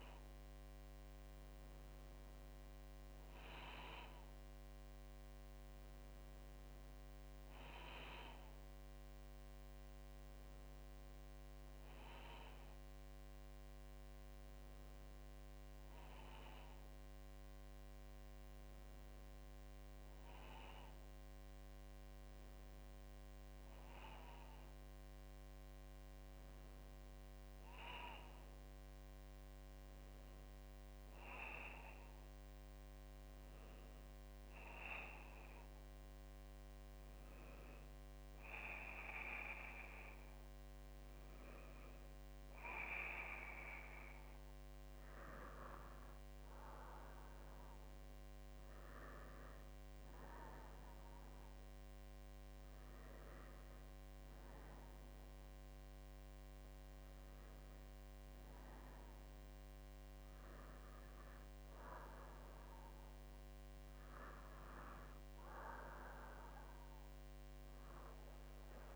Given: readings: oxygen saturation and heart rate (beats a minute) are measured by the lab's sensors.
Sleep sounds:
breathing in sleep by a microphone on the trachea; none
24.50-68.96 s: new sleep stage, N2 (light sleep)
55.00-59.50 s: arousal
From the record:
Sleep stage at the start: N1 (lightest sleep); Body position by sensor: on the left side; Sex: female

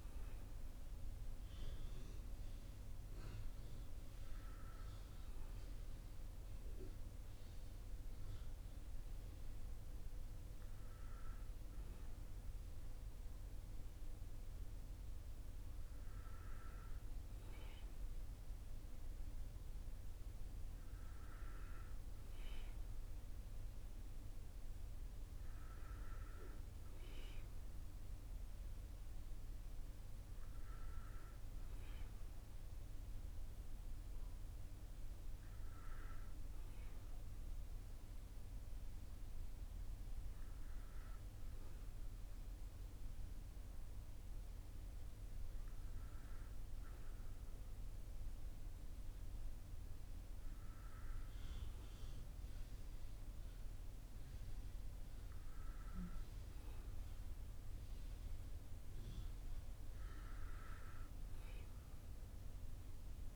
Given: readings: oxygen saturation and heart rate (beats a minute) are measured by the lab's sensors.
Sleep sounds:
breathing in sleep, hard to hear, by a room microphone; none
none scored
From the record:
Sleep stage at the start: N1 (lightest sleep); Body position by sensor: on the back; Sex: male

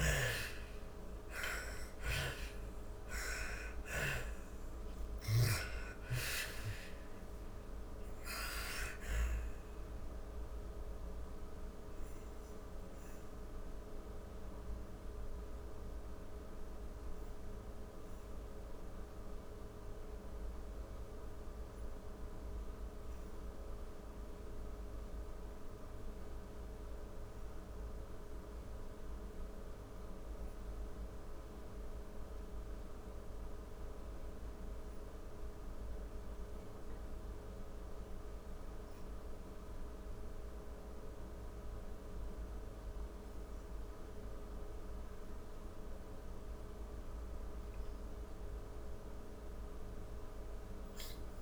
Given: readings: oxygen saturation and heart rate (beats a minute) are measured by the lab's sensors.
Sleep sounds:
breathing in sleep by a room microphone; 1
0.00-1.00 s: arousal
0.00-27.00 s: oxygen desaturation (device-marked, oxygen 72% lowest)
8.00-47.00 s: obstructive apnea (oxygen 97% before, 72% lowest)
41.00-51.42 s: oxygen desaturation (device-marked, oxygen 99% before, 74% lowest, heart rate 86 before, 43 extreme)
From the record:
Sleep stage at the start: N2 (light sleep); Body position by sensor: on the back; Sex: female

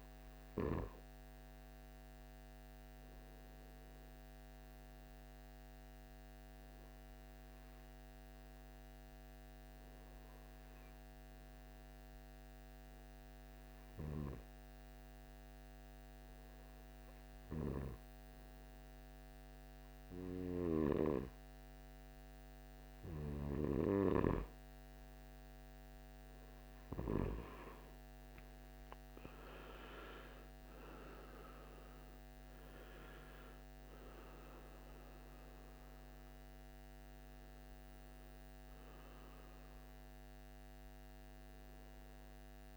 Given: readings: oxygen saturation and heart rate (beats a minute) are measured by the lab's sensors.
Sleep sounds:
breathing in sleep by a microphone on the trachea; none
0.00-9.00 s: oxygen desaturation (device-marked, oxygen 93% lowest, heart rate 58 extreme)
31.00-35.00 s: arousal
From the record:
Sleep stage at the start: N2 (light sleep); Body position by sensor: on the right side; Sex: male

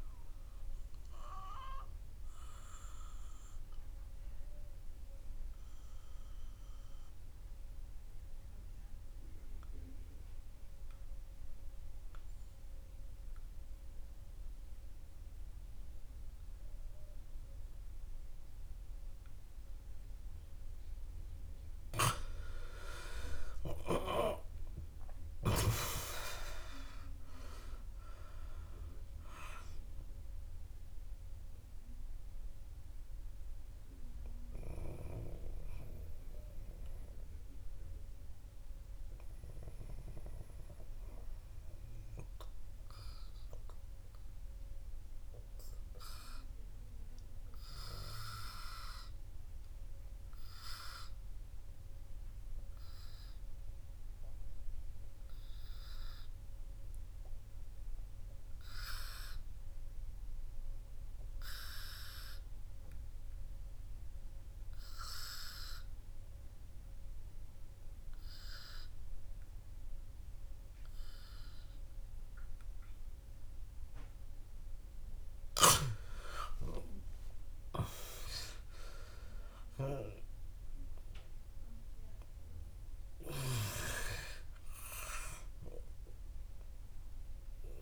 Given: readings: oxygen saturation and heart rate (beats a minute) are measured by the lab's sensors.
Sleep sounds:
breathing in sleep by a room microphone; 2
0.00-5.00 s: oxygen desaturation (device-marked, oxygen 87% lowest, heart rate 58 extreme)
2.00-21.50 s: obstructive apnea (oxygen 98% before, 89% lowest, heart rate 80 before, 58 extreme, up 20 after)
22.00-26.00 s: arousal
33.00-74.00 s: mixed apnea (oxygen 98% before, 87% lowest, heart rate 69 before, 56 extreme, up 8 after)
47.00-58.00 s: oxygen desaturation (device-marked, oxygen 95% before, 89% lowest, heart rate 85 before, 56 extreme)
77.00-81.50 s: arousal
82.00-87.82 s: oxygen desaturation (device-marked, oxygen 98% before, 87% lowest, heart rate 65 before, 71 extreme)
From the record:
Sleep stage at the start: N2 (light sleep); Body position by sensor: on the right side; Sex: male

